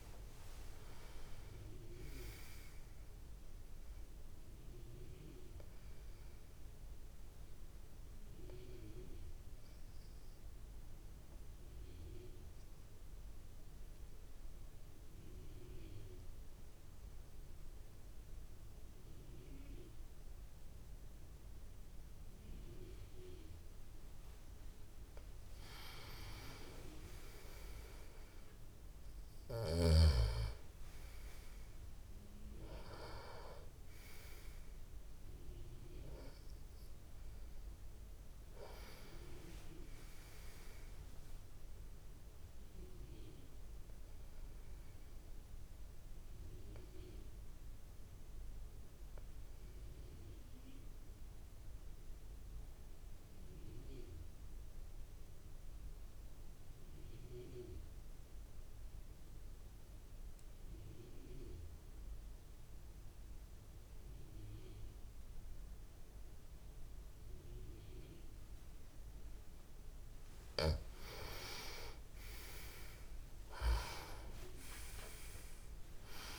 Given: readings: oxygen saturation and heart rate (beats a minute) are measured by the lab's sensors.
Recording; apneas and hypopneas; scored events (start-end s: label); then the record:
breathing in sleep by a room microphone; 2
0.00-20.00 s: oxygen desaturation (device-marked, oxygen 90% lowest)
4.00-25.00 s: obstructive apnea (oxygen 97% before, 89% lowest)
26.00-30.00 s: arousal
30.00-53.00 s: oxygen desaturation (device-marked, oxygen 98% before, 92% lowest)
44.00-69.50 s: obstructive apnea (oxygen 98% before, 88% lowest)
70.00-76.39 s: oxygen desaturation (device-marked, oxygen 97% before, 88% lowest)
72.50-76.39 s: arousal
From the record:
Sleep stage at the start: N2 (light sleep); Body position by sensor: on the back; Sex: male